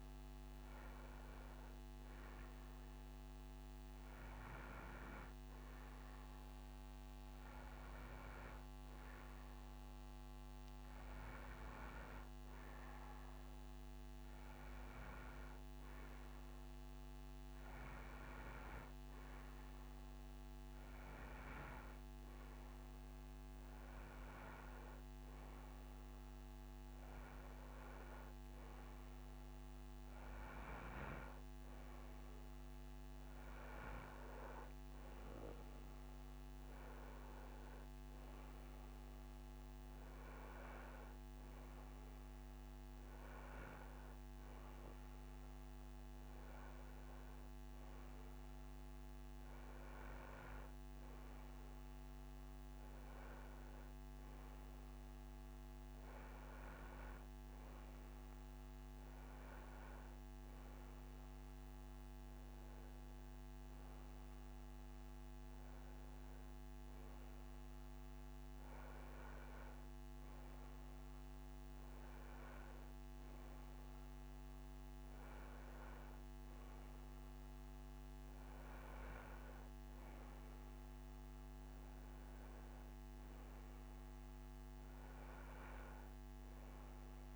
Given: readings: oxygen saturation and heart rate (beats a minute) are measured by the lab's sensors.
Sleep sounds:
breathing in sleep, hard to hear, by a microphone on the trachea; none
44.50-46.50 s: bradycardia (device-marked, heart rate 68 before, 61 extreme)
64.50-66.50 s: bradycardia (device-marked, heart rate 68 before, 62 extreme)
From the record:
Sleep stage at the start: N2 (light sleep); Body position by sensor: on the right side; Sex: male

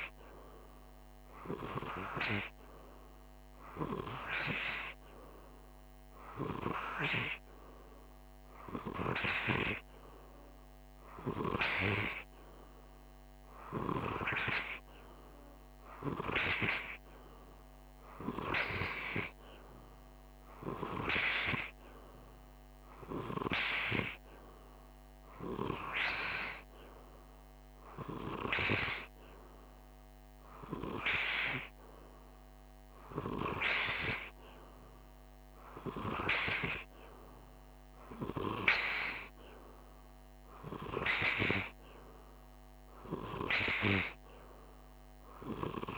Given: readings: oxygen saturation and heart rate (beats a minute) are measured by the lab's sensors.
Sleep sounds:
breathing in sleep by a microphone on the trachea; none
none scored
From the record:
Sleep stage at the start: N2 (light sleep); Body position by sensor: on the right side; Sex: male

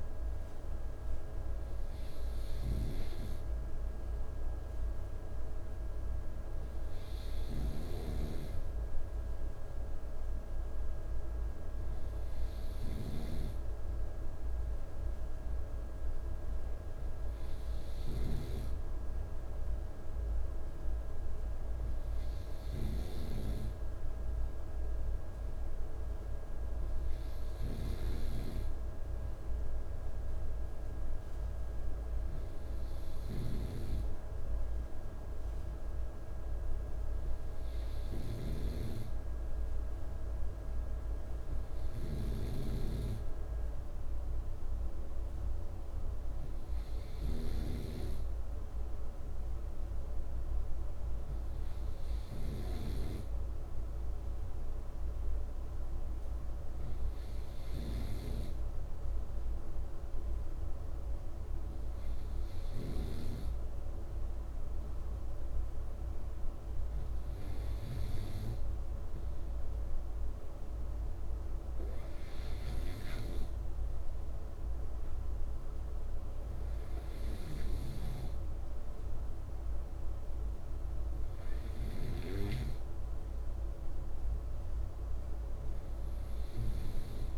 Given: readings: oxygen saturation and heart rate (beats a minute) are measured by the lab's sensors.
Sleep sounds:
breathing in sleep by a room microphone; none
41.50-47.50 s: snoring (device-marked)
From the record:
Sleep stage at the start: N2 (light sleep); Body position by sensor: on the right side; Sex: male

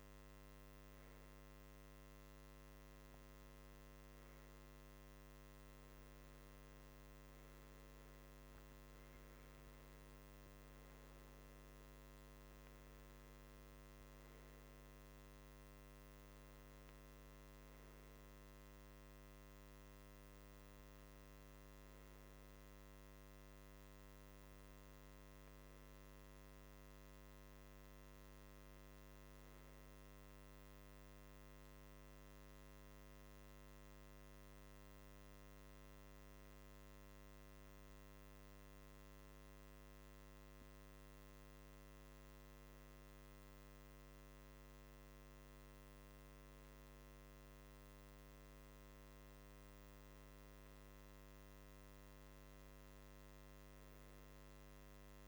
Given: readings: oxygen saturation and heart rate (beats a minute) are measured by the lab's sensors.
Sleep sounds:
breathing in sleep, hard to hear, by a microphone on the trachea; none
none scored
From the record:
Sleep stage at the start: REM sleep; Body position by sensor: on the right side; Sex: male

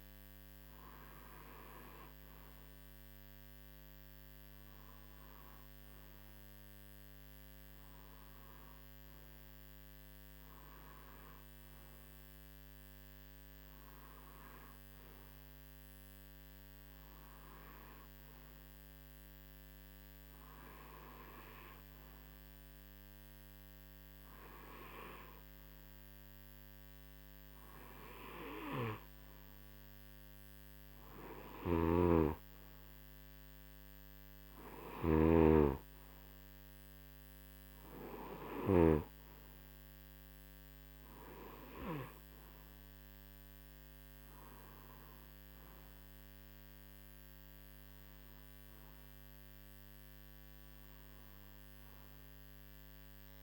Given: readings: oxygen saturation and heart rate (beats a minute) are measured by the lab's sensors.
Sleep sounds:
breathing in sleep by a microphone on the trachea; none
31.50-39.00 s: snoring (device-marked)
From the record:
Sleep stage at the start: N2 (light sleep); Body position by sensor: on the right side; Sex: male

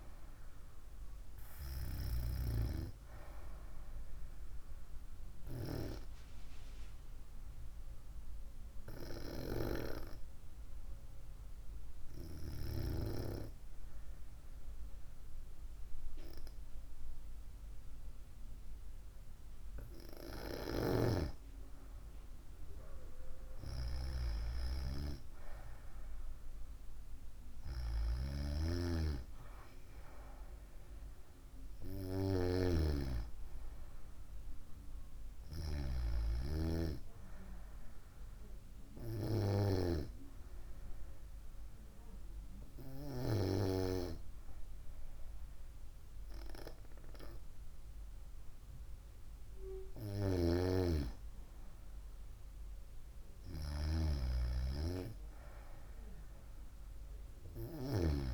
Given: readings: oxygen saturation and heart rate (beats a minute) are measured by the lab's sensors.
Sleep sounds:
breathing in sleep by a room microphone; 2
4.50-20.00 s: hypopnea (oxygen 96% before, 93% lowest, heart rate 57 before, 54 extreme, up 21 after)
22.50-26.50 s: arousal
39.00-50.50 s: hypopnea (oxygen 96% before, 94% lowest, heart rate 63 before, 55 extreme, up 5 after)
53.00-57.00 s: arousal
From the record:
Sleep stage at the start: N2 (light sleep); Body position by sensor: on the right side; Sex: female

